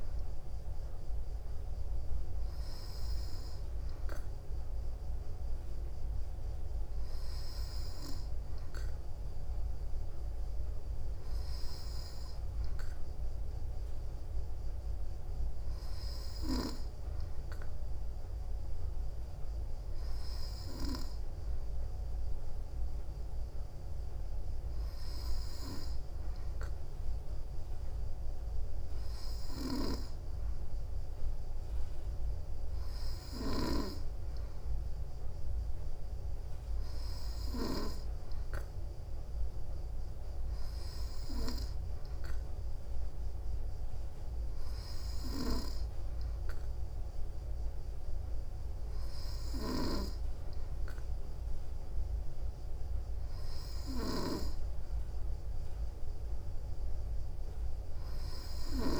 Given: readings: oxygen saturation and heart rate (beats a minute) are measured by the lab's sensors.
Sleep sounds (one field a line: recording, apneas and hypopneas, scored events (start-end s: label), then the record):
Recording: breathing in sleep by a room microphone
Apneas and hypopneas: none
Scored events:
54.00-59.00 s: snoring (device-marked)
From the record:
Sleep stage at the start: N2 (light sleep)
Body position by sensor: on the back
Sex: female